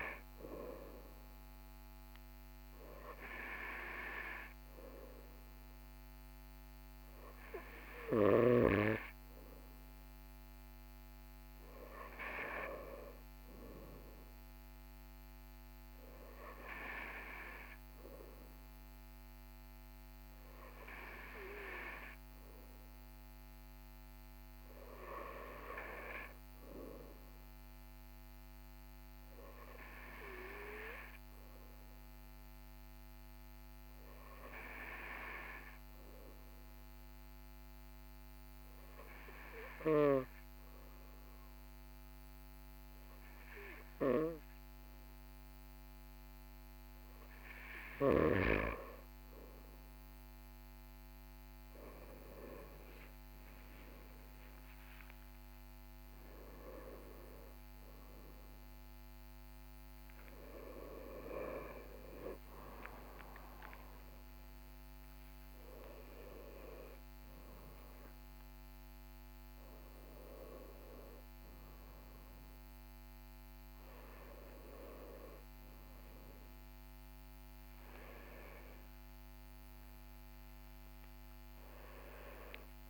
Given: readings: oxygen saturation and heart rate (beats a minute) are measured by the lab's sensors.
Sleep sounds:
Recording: a person partly awake in a sleep study, by a microphone on the trachea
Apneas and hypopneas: none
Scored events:
49.00-82.90 s: new sleep stage, awake
From the record:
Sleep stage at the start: N2 (light sleep)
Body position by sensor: on the right side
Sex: male

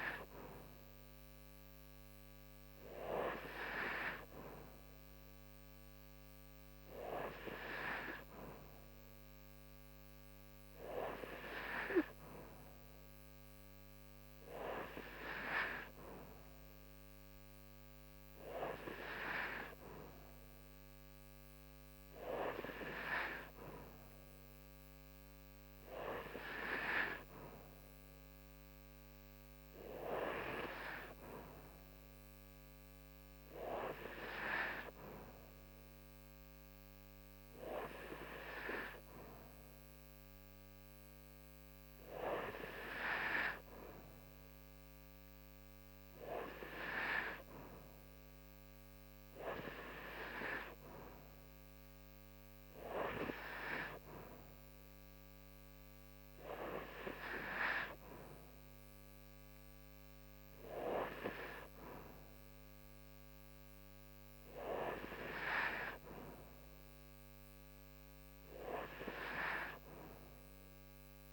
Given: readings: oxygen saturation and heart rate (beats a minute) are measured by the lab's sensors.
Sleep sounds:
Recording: breathing in sleep by a microphone on the trachea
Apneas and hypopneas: none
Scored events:
none scored
From the record:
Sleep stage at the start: N2 (light sleep)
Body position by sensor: on the right side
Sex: female

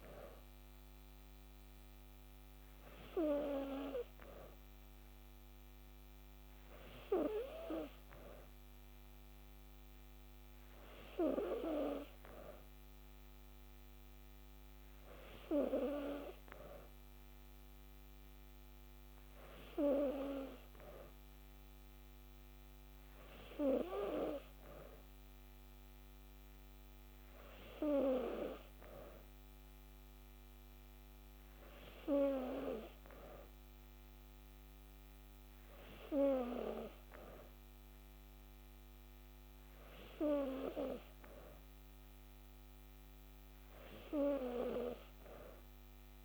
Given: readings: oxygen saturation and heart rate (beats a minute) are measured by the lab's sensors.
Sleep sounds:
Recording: breathing in sleep by a microphone on the trachea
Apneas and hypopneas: none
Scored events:
none scored
From the record:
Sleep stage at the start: N2 (light sleep)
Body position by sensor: on the back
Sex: female

